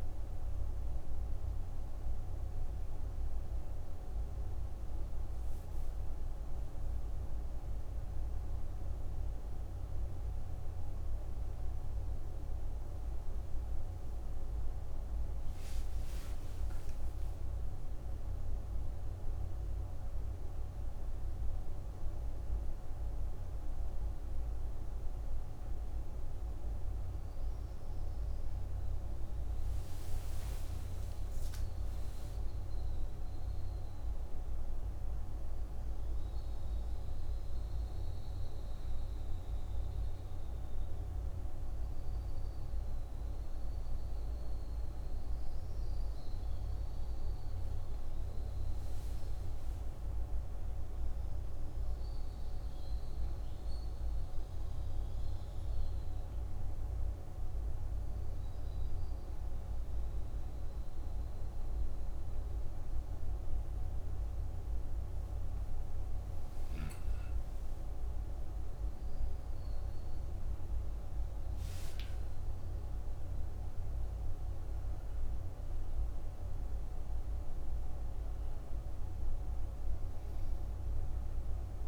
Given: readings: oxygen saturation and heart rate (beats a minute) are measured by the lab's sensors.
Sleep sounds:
breathing in sleep, hard to hear, by a room microphone; 2
0.50-10.50 s: hypopnea (oxygen 99% before, 93% lowest)
25.50-49.50 s: oxygen desaturation (device-marked, oxygen 98% before, 93% lowest)
34.50-81.88 s: new sleep stage, N2 (light sleep)
53.50-65.50 s: obstructive apnea (oxygen 97% before, 85% lowest)
65.50-81.88 s: oxygen desaturation (device-marked, oxygen 97% before, 85% lowest)
70.50-75.50 s: arousal
From the record:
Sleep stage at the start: N1 (lightest sleep); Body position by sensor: on the back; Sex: female

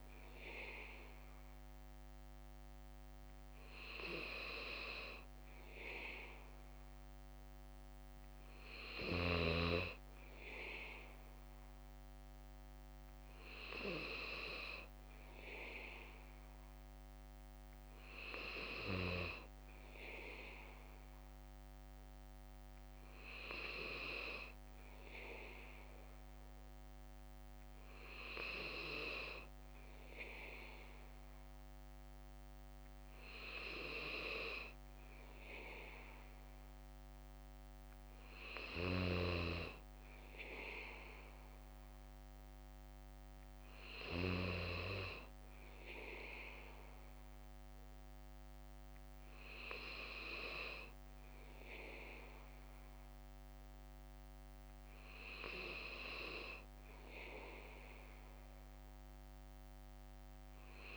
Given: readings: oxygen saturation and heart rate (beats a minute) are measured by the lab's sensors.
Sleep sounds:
breathing in sleep by a microphone on the trachea; none
13.00-25.00 s: bradycardia (device-marked, heart rate 60 before, 59 extreme)
38.00-40.00 s: bradycardia (device-marked, heart rate 60 before, 60 extreme)
52.00-58.00 s: bradycardia (device-marked, heart rate 60 before, 59 extreme)
59.00-60.97 s: bradycardia (device-marked, heart rate 60 before, 59 extreme)
From the record:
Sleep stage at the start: N3 (deep sleep); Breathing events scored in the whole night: 122 in 4.0 hours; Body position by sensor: on the back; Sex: male

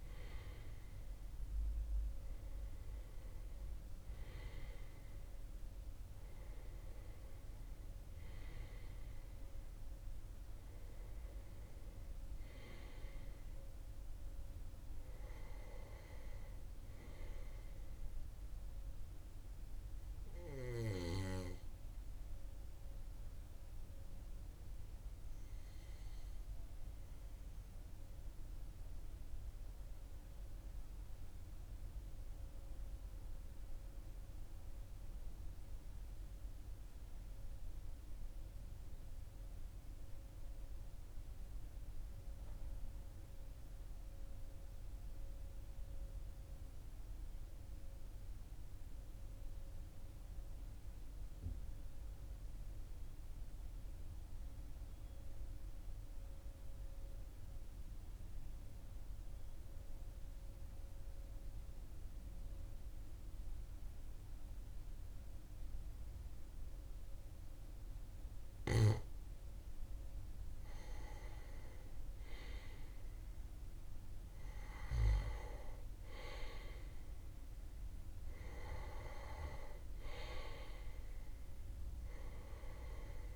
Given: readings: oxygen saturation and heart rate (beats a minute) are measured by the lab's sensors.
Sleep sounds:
breathing in sleep by a room microphone; 1
17.00-32.00 s: oxygen desaturation (device-marked, oxygen 95% before, 92% lowest, heart rate 43 before, 39 extreme)
28.50-69.00 s: mixed apnea (oxygen 96% before, 92% lowest, heart rate 42 before, 39 extreme, up 2 after)
70.50-74.00 s: arousal
From the record:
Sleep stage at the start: N2 (light sleep); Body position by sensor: on the back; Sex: male

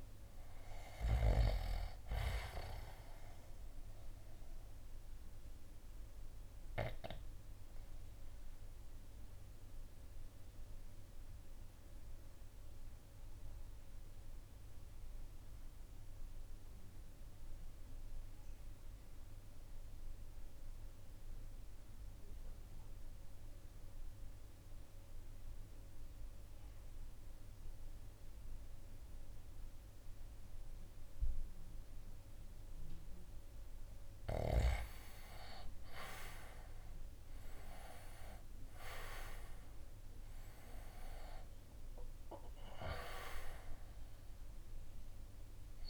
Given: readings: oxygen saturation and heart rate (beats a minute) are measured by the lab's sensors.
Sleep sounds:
breathing in sleep by a room microphone; 1
0.00-13.00 s: drop in pulse transit time (device-marked, heart rate 54 before, 56 extreme)
0.00-34.00 s: oxygen desaturation (device-marked, oxygen 83% lowest, heart rate 50 extreme)
3.00-33.00 s: obstructive apnea (oxygen 97% before, 80% lowest, heart rate 55 before, 50 extreme, up 19 after)
36.50-41.50 s: arousal
39.00-45.90 s: drop in pulse transit time (device-marked, heart rate 52 before, 57 extreme)
39.00-45.90 s: oxygen desaturation (device-marked, oxygen 96% before, 80% lowest, heart rate 52 before, 52 extreme)
From the record:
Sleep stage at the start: REM sleep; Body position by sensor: on the right side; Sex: male

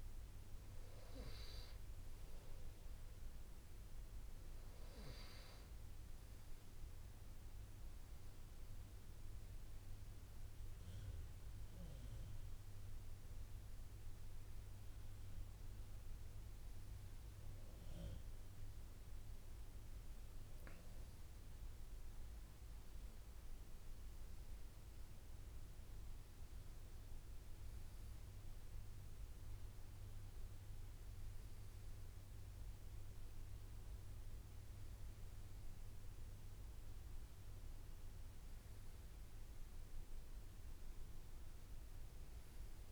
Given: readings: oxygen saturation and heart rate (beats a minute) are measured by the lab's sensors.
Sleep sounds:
breathing in sleep, hard to hear, by a room microphone; none
10.50-16.00 s: arousal
35.50-42.92 s: new sleep stage, N2 (light sleep)
From the record:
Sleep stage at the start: N1 (lightest sleep); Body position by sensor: on the right side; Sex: male

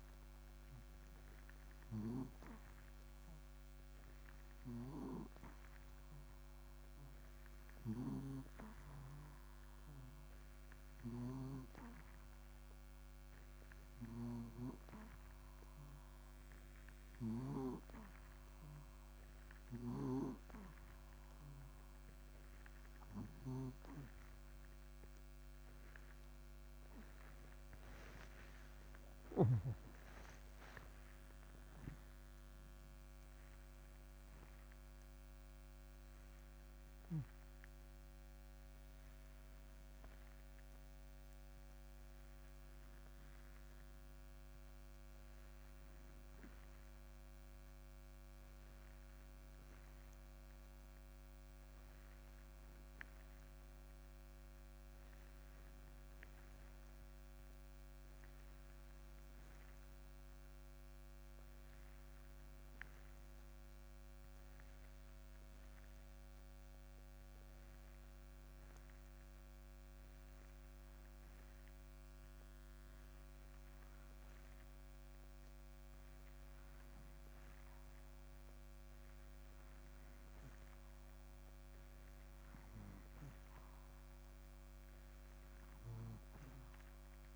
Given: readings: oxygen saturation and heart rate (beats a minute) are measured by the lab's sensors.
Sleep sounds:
breathing in sleep by a microphone on the trachea; 1
0.00-18.50 s: oxygen desaturation (device-marked, oxygen 88% lowest, heart rate 61 extreme)
28.00-31.50 s: arousal
63.50-74.50 s: hypopnea (oxygen 91% before, 91% lowest, heart rate 61 before, 59 extreme, up 1 after)
78.00-81.00 s: arousal
From the record:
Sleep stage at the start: N2 (light sleep); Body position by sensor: on the back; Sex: male

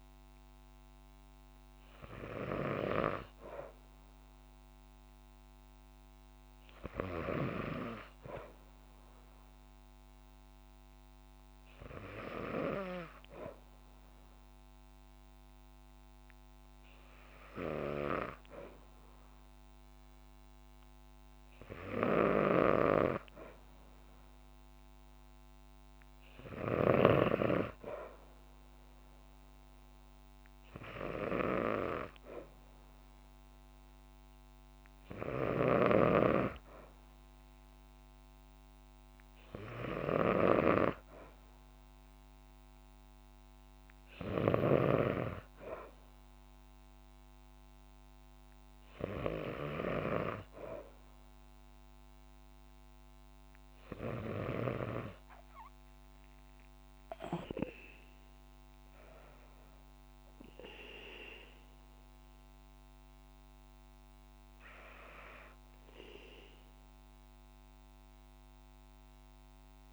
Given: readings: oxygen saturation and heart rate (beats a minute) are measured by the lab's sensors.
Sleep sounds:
breathing in sleep by a microphone on the trachea; none
55.50-60.50 s: arousal
From the record:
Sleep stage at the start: N2 (light sleep); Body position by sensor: on the back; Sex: female

